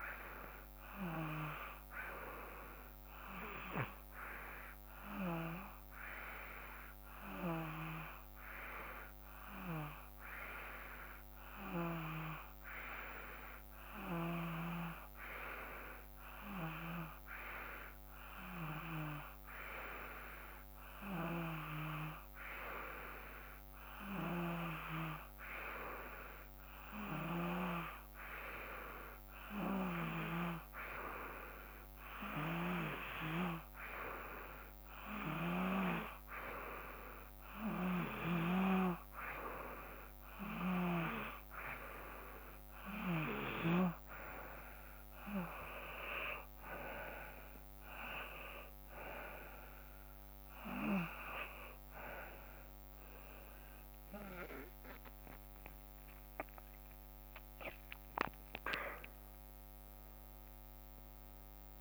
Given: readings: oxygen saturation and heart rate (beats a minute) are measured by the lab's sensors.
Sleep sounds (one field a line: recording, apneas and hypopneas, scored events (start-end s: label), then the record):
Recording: breathing in sleep by a microphone on the trachea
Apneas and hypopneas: none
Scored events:
38.00-44.00 s: snoring (device-marked)
55.00-58.50 s: arousal
From the record:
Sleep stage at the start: N2 (light sleep)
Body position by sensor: on the back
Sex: male